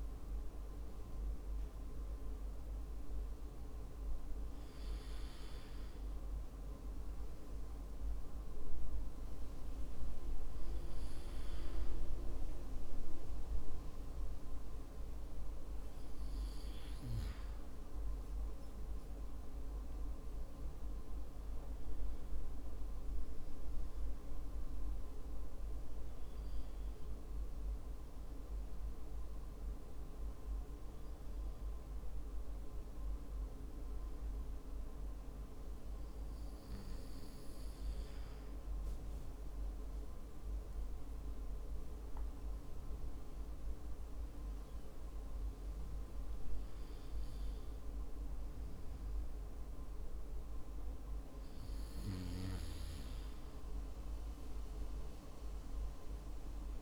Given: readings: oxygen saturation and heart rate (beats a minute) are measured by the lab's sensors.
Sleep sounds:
breathing in sleep, hard to hear, by a room microphone; 1
0.00-18.50 s: oxygen desaturation (device-marked, oxygen 90% lowest, heart rate 52 extreme)
17.00-35.50 s: hypopnea (oxygen 95% before, 92% lowest, heart rate 58 before, 52 extreme, up 11 after)
39.50-43.50 s: arousal
From the record:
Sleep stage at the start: N2 (light sleep); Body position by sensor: on the back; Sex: male

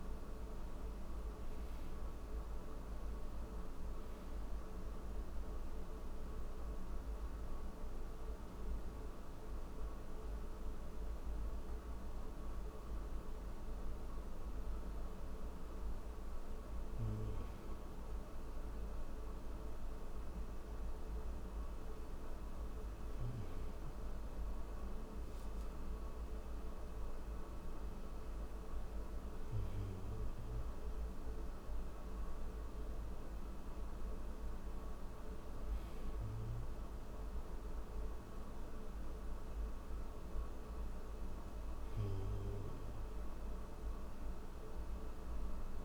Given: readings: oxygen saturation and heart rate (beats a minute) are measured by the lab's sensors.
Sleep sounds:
breathing in sleep, hard to hear, by a room microphone; none
0.00-7.50 s: oxygen desaturation (device-marked, oxygen 92% lowest)
From the record:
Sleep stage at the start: N1 (lightest sleep); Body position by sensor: on the back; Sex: male

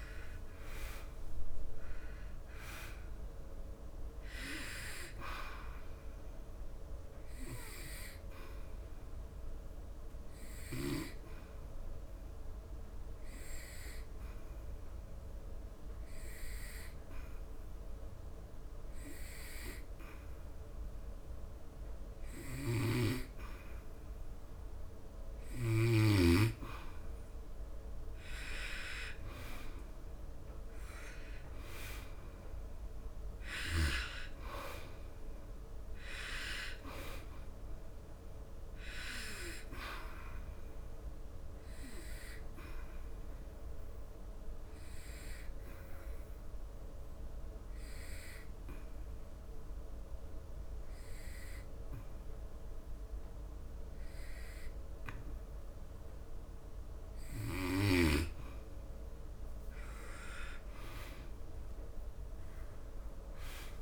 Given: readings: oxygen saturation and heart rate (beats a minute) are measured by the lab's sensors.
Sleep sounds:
breathing in sleep by a room microphone; 2
0.00-1.50 s: arousal
0.00-23.50 s: oxygen desaturation (device-marked, oxygen 91% lowest, heart rate 72 extreme)
7.50-26.50 s: hypopnea (oxygen 99% before, 91% lowest, heart rate 76 before, 73 extreme, up 7 after)
28.50-32.50 s: arousal
34.50-54.50 s: oxygen desaturation (device-marked, oxygen 98% before, 93% lowest, heart rate 77 before, 73 extreme)
42.50-57.50 s: obstructive apnea (oxygen 98% before, 91% lowest, heart rate 78 before, 73 extreme, up 12 after)
60.00-63.50 s: arousal
From the record:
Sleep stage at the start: N2 (light sleep); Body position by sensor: on the back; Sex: male

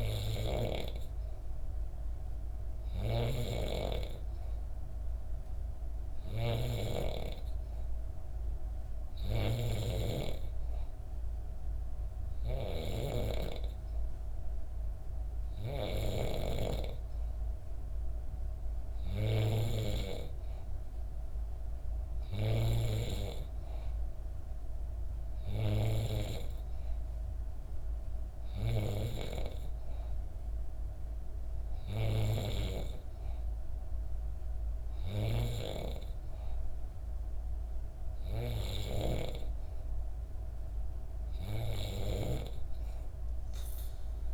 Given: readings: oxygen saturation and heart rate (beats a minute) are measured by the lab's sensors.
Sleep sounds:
breathing in sleep by a room microphone; none
0.00-3.00 s: snoring (device-marked)
12.00-16.00 s: snoring (device-marked)
From the record:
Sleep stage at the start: N3 (deep sleep); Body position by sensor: on the back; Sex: female

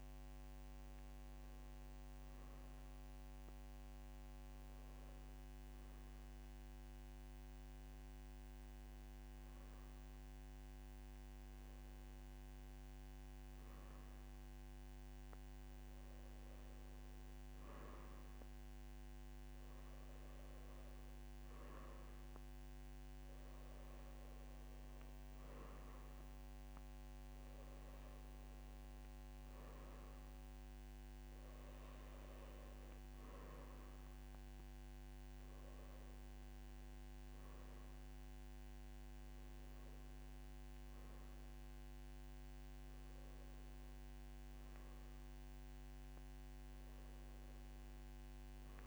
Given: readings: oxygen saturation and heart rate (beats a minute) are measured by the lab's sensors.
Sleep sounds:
breathing in sleep, hard to hear, by a microphone on the trachea; none
none scored
From the record:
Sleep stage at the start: N2 (light sleep); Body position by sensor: on the right side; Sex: male

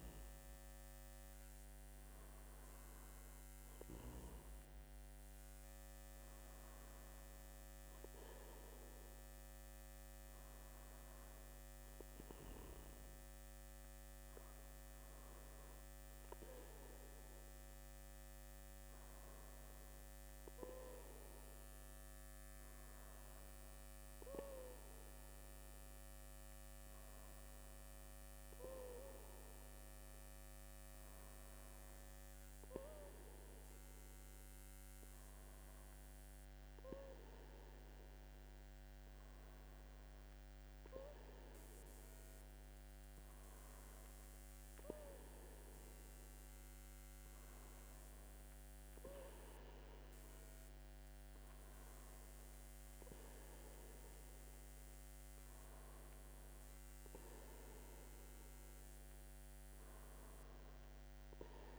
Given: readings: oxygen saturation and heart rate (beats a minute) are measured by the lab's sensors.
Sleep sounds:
breathing in sleep by a microphone on the trachea; none
none scored
From the record:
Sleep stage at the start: N2 (light sleep); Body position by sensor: on the back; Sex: male

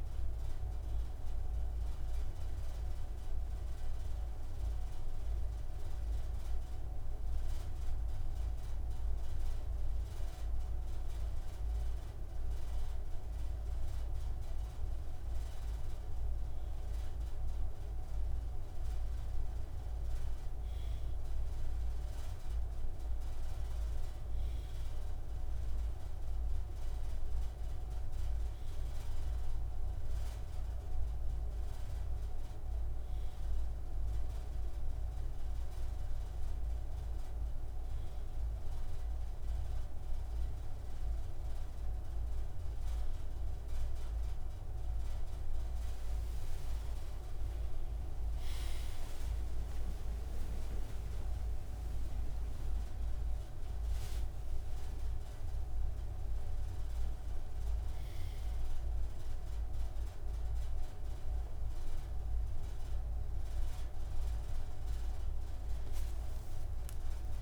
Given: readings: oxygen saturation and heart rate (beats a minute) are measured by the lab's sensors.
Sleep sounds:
a person partly awake in a sleep study, hard to hear, by a room microphone; none
39.50-67.42 s: new sleep stage, awake
59.50-65.50 s: oxygen desaturation (device-marked, oxygen 99% before, 96% lowest)
From the record:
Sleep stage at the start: N2 (light sleep); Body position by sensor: on the right side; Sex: male

